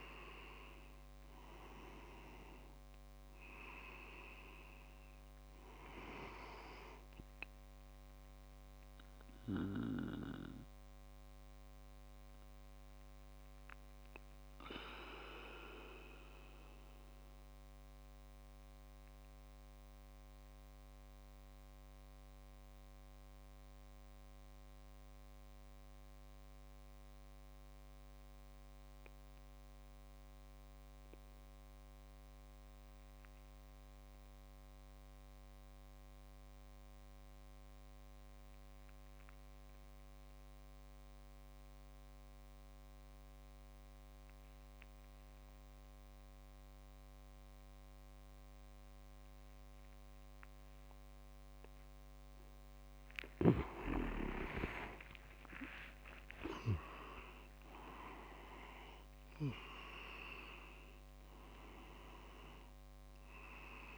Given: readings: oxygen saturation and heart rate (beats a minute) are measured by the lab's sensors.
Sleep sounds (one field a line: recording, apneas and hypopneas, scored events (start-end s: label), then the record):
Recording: breathing in sleep by a microphone on the trachea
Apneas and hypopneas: 1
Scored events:
0.00-7.50 s: oxygen desaturation (device-marked, oxygen 95% lowest)
10.50-53.50 s: obstructive apnea (oxygen 99% before, 93% lowest)
46.50-63.98 s: oxygen desaturation (device-marked, oxygen 98% before, 93% lowest)
53.50-58.00 s: leg movement (device-marked)
56.50-61.50 s: arousal
From the record:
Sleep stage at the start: N2 (light sleep)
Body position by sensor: on the back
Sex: male